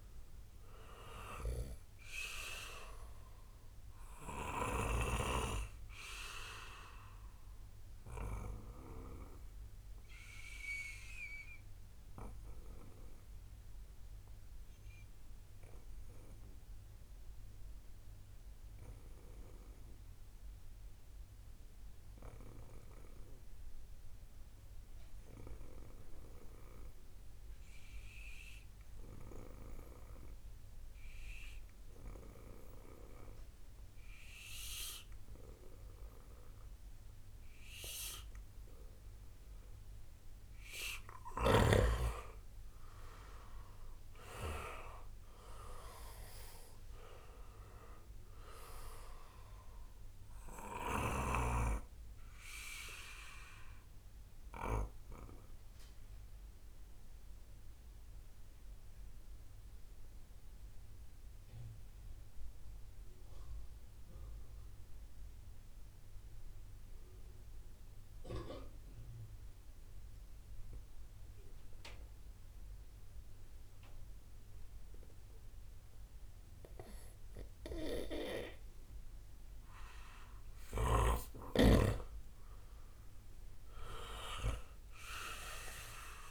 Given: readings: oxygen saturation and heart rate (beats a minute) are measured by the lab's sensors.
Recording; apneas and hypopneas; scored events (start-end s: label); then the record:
breathing in sleep by a room microphone; 2
0.50-20.50 s: oxygen desaturation (device-marked, oxygen 96% before, 92% lowest, heart rate 64 before, 55 extreme)
5.00-39.00 s: obstructive apnea (oxygen 97% before, 92% lowest, heart rate 63 before, 60 extreme, up 25 after)
41.50-69.50 s: oxygen desaturation (device-marked, oxygen 96% before, 92% lowest, heart rate 69 before, 55 extreme)
42.50-45.50 s: arousal
51.50-77.00 s: obstructive apnea (oxygen 97% before, 92% lowest, heart rate 73 before, 55 extreme, up 16 after)
79.50-83.50 s: arousal
From the record:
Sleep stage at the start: N2 (light sleep); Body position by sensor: on the right side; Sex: male